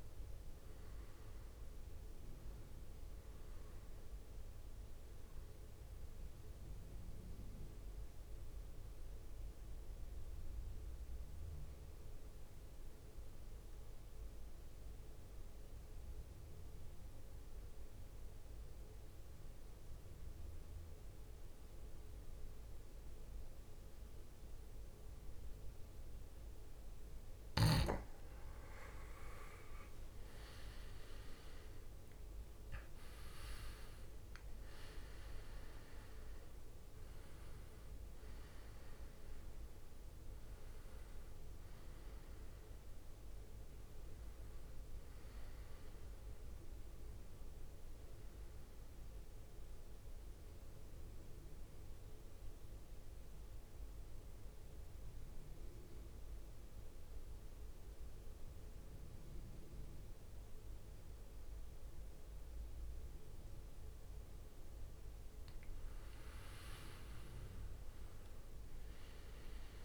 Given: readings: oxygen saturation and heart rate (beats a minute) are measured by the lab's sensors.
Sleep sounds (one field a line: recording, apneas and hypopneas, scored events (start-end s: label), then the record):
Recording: breathing in sleep, hard to hear, by a room microphone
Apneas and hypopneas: 2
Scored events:
0.00-1.50 s: drop in pulse transit time (device-marked, heart rate 63 extreme)
0.00-8.50 s: oxygen desaturation (device-marked, oxygen 90% lowest, heart rate 54 extreme)
7.00-27.50 s: mixed apnea (oxygen 99% before, 91% lowest, heart rate 66 before, 54 extreme, up 15 after)
22.50-50.50 s: oxygen desaturation (device-marked, oxygen 99% before, 91% lowest, heart rate 58 before, 58 extreme)
29.00-31.00 s: leg movement (device-marked)
29.50-34.50 s: arousal
32.50-49.50 s: drop in pulse transit time (device-marked, heart rate 61 before, 63 extreme)
51.00-63.50 s: central apnea (oxygen 98% before, 93% lowest, heart rate 68 before, 55 extreme, up 12 after)
65.50-69.85 s: arousal
68.50-69.85 s: oxygen desaturation (device-marked, oxygen 99% before, 94% lowest, heart rate 61 before, 52 extreme)
From the record:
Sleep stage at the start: N2 (light sleep)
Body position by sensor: on the back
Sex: male